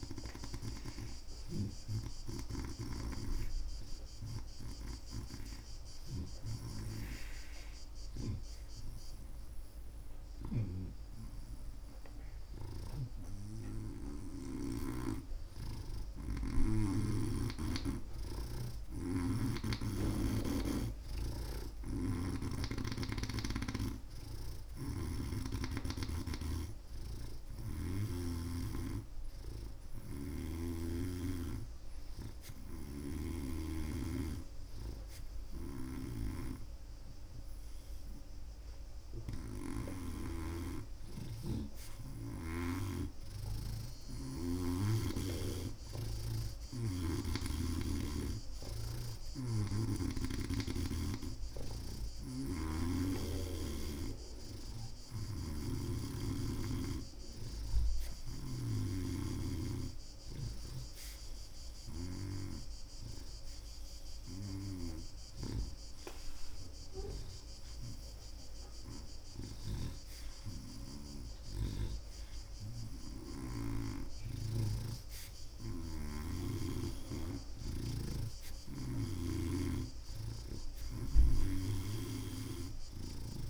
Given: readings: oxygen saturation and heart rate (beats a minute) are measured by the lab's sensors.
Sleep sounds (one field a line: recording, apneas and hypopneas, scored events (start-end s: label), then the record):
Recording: breathing in sleep by a room microphone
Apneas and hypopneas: none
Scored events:
0.00-10.50 s: snoring (device-marked)
12.50-22.50 s: snoring (device-marked)
24.50-28.00 s: snoring (device-marked)
32.50-40.00 s: snoring (device-marked)
52.00-58.50 s: snoring (device-marked)
60.50-74.00 s: snoring (device-marked)
81.00-83.50 s: snoring (device-marked)
From the record:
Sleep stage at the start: N2 (light sleep)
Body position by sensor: on the right side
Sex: male